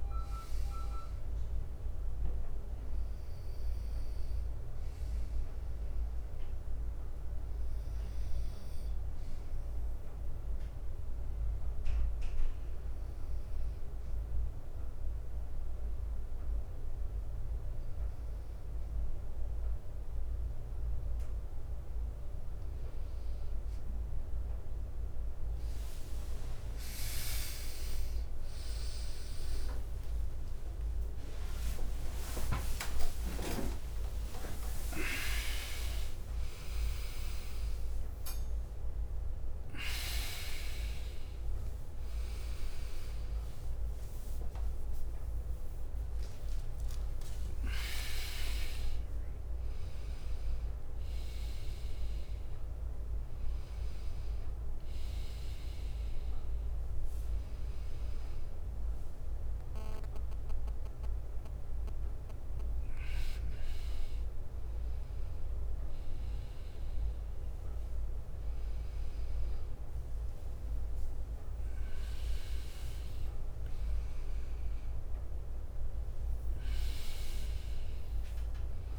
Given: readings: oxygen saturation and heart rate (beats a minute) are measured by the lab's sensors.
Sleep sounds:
a person partly awake in a sleep study, by a room microphone; 1
0.00-16.00 s: bradycardia (device-marked, heart rate 56 extreme)
9.00-20.50 s: hypopnea (oxygen 98% before, 92% lowest, heart rate 59 before, 57 extreme, up 44 after)
16.00-25.00 s: drop in pulse transit time (device-marked, heart rate 58 before, 57 extreme)
26.00-35.00 s: tachycardia (device-marked, heart rate 61 before, 147 extreme)
27.00-29.00 s: long interval between heartbeats (device-marked, heart rate 59 before, 83 extreme)
29.50-31.50 s: long interval between heartbeats (device-marked, heart rate 62 before, 124 extreme)
33.00-35.00 s: long interval between heartbeats (device-marked, heart rate 78 before, 144 extreme)
33.00-38.00 s: oxygen desaturation (device-marked, oxygen 95% before, 92% lowest, heart rate 78 before, 66 extreme)
33.00-63.00 s: new sleep stage, awake
34.00-50.00 s: drop in pulse transit time (device-marked, heart rate 82 before, 78 extreme)
42.00-49.00 s: tachycardia (device-marked, heart rate 62 before, 140 extreme)
42.50-44.50 s: long interval between heartbeats (device-marked, heart rate 101 before, 89 extreme)
46.50-48.50 s: long interval between heartbeats (device-marked, heart rate 109 before, 133 extreme)
63.00-78.99 s: new sleep stage, N1 (lightest sleep)
73.50-75.50 s: long interval between heartbeats (device-marked, heart rate 68 before, 87 extreme)
77.00-78.99 s: leg movement (device-marked)
From the record:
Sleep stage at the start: N2 (light sleep); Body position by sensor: on the right side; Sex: male

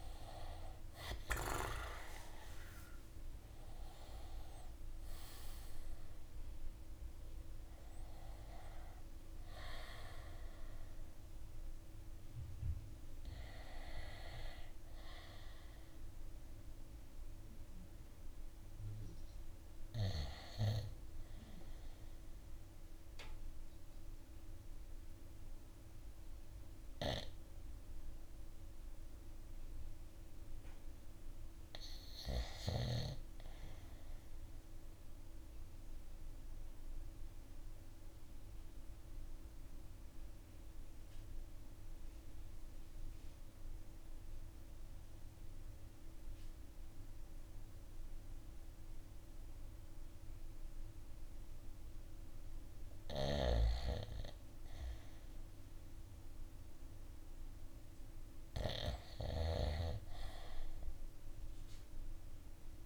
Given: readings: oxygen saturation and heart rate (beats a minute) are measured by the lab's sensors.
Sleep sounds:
breathing in sleep by a room microphone; 1
0.00-2.00 s: arousal
0.00-18.00 s: oxygen desaturation (device-marked, oxygen 88% lowest, heart rate 53 extreme)
25.00-35.00 s: oxygen desaturation (device-marked, oxygen 94% before, 90% lowest, heart rate 58 before, 51 extreme)
34.50-51.00 s: obstructive apnea (oxygen 96% before, 84% lowest, heart rate 54 before, 51 extreme, up 0 after)
48.00-62.00 s: oxygen desaturation (device-marked, oxygen 98% before, 93% lowest, heart rate 54 before, 51 extreme)
54.00-57.50 s: arousal
From the record:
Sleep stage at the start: REM sleep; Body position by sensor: on the right side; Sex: male

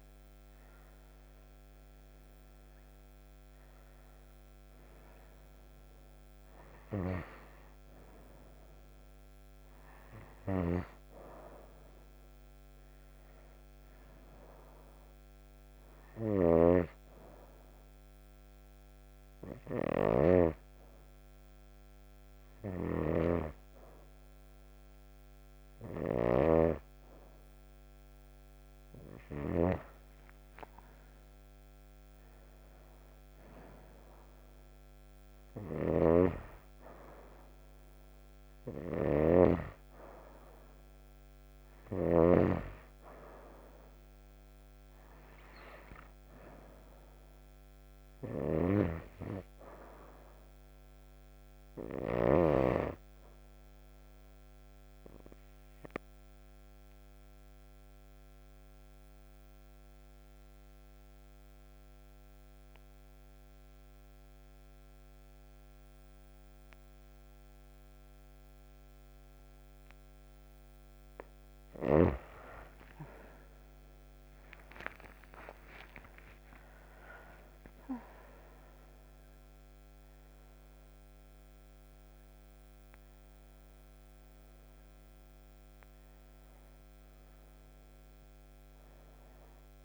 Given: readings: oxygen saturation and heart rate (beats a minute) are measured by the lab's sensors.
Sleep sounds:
breathing in sleep by a microphone on the trachea; 2
1.00-23.00 s: oxygen desaturation (device-marked, oxygen 97% before, 91% lowest)
17.00-30.00 s: hypopnea (oxygen 98% before, 91% lowest)
31.50-36.00 s: arousal
39.00-42.50 s: snoring (device-marked)
55.50-71.00 s: obstructive apnea (oxygen 97% before, 91% lowest)
71.00-89.85 s: oxygen desaturation (device-marked, oxygen 96% before, 91% lowest)
73.00-77.50 s: arousal
From the record:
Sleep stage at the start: N2 (light sleep); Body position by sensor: on the right side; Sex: female

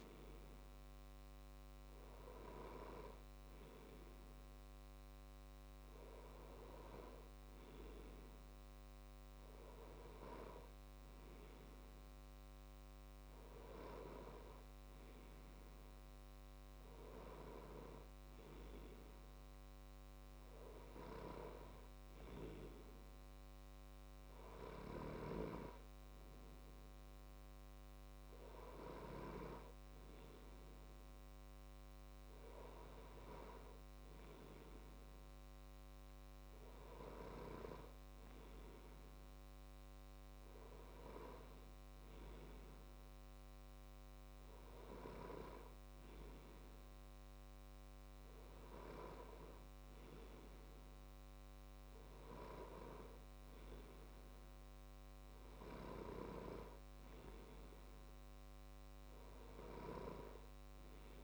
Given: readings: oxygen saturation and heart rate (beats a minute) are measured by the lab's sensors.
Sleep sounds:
breathing in sleep by a microphone on the trachea; none
none scored
From the record:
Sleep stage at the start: N2 (light sleep); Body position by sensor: on the left side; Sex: male

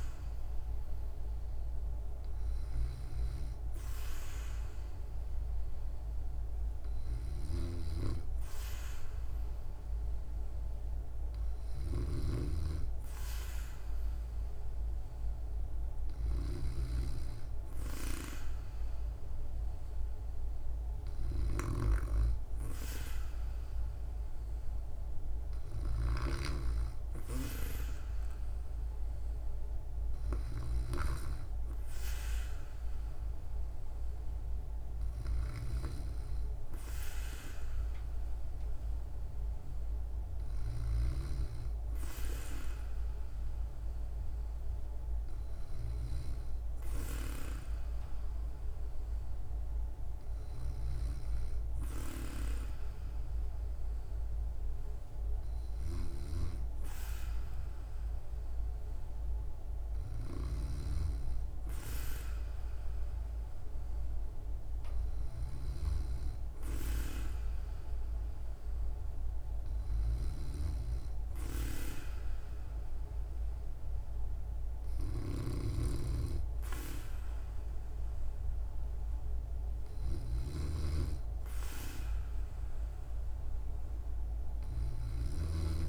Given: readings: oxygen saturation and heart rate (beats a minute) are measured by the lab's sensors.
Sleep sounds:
breathing in sleep by a room microphone; none
7.00-12.00 s: snoring (device-marked)
From the record:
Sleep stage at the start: N2 (light sleep); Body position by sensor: on the back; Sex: female

